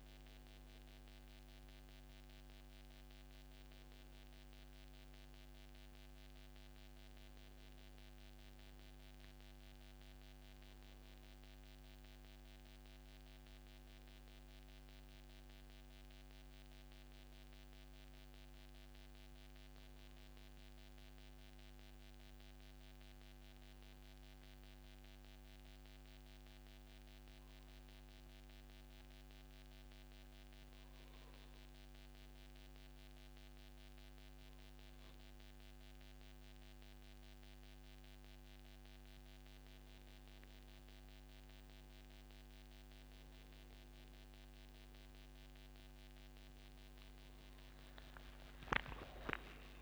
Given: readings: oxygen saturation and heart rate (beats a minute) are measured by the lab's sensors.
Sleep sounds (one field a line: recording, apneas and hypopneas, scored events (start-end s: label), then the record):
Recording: breathing in sleep, hard to hear, by a microphone on the trachea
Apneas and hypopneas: 1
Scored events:
20.00-49.82 s: new sleep stage, N2 (light sleep)
22.00-32.50 s: hypopnea (oxygen 96% before, 93% lowest, heart rate 142 before, 86 extreme, up 0 after)
37.50-39.50 s: long interval between heartbeats (device-marked, heart rate 143 before, 132 extreme)
42.50-44.50 s: long interval between heartbeats (device-marked, heart rate 138 before, 86 extreme)
47.50-49.82 s: arousal
From the record:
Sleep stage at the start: N1 (lightest sleep)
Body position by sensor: on the back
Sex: male